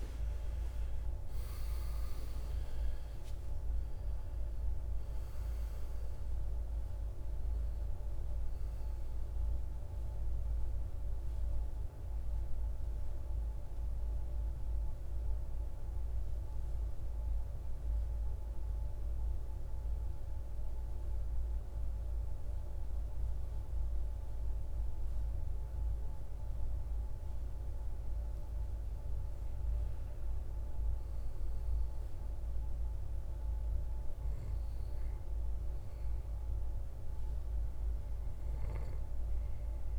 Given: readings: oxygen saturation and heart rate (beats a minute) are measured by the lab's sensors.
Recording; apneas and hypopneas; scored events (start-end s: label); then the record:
breathing in sleep, hard to hear, by a room microphone; 1
0.00-17.00 s: oxygen desaturation (device-marked, oxygen 86% lowest, heart rate 53 extreme)
13.00-28.00 s: obstructive apnea (oxygen 98% before, 88% lowest, heart rate 71 before, 53 extreme, up 7 after)
29.50-33.50 s: arousal
36.00-39.99 s: oxygen desaturation (device-marked, oxygen 99% before, 95% lowest, heart rate 56 before, 55 extreme)
From the record:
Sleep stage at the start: N2 (light sleep); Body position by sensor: on the right side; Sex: male